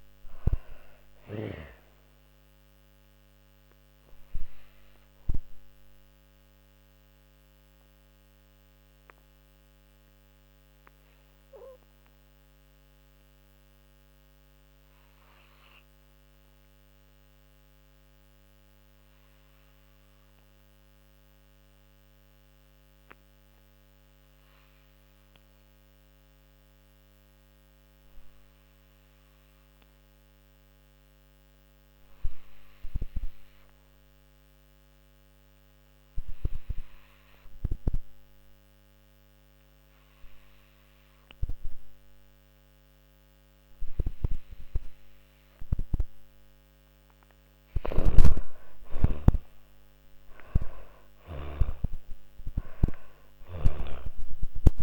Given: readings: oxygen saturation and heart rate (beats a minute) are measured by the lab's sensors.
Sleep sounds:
breathing in sleep by a microphone on the trachea; 1
0.00-17.00 s: oxygen desaturation (device-marked, oxygen 78% lowest)
2.00-46.00 s: obstructive apnea (oxygen 99% before, 78% lowest)
35.00-54.83 s: oxygen desaturation (device-marked, oxygen 99% before, 84% lowest)
46.50-50.00 s: snoring (device-marked)
47.50-52.00 s: arousal
From the record:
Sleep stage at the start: N2 (light sleep); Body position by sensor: on the back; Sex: female

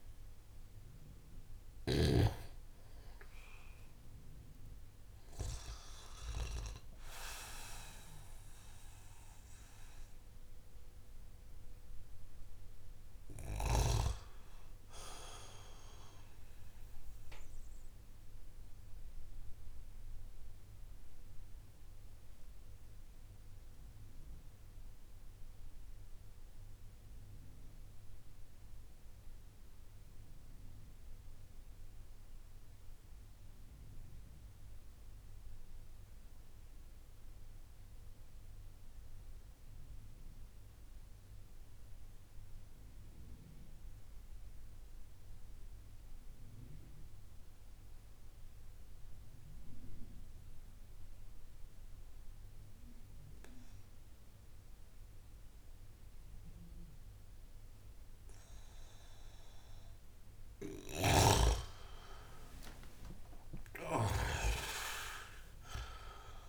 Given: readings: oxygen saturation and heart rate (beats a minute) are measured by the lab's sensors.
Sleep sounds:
breathing in sleep by a room microphone; 1
0.00-2.00 s: snoring (device-marked)
0.00-12.50 s: oxygen desaturation (device-marked, oxygen 90% lowest)
17.00-60.00 s: mixed apnea (oxygen 94% before, 88% lowest)
43.50-66.48 s: oxygen desaturation (device-marked, oxygen 98% before, 88% lowest)
60.50-66.48 s: snoring (device-marked)
61.50-66.48 s: arousal
From the record:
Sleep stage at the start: N2 (light sleep); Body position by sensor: on the back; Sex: male

